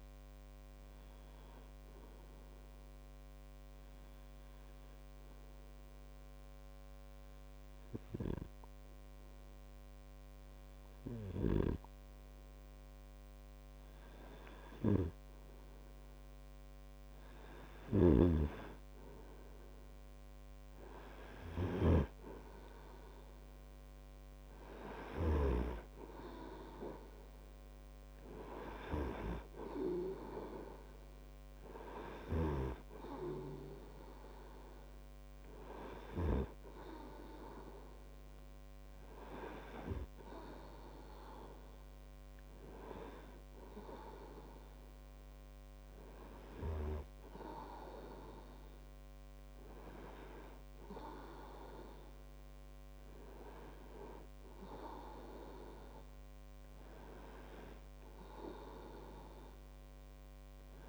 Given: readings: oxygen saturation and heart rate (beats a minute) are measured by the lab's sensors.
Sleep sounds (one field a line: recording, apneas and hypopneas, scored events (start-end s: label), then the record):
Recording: breathing in sleep by a microphone on the trachea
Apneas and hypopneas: 1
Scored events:
3.00-14.00 s: obstructive apnea (oxygen 99% before, 96% lowest)
18.00-22.50 s: arousal
18.00-26.00 s: snoring (device-marked)
From the record:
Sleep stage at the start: N2 (light sleep)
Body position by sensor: on the right side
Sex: male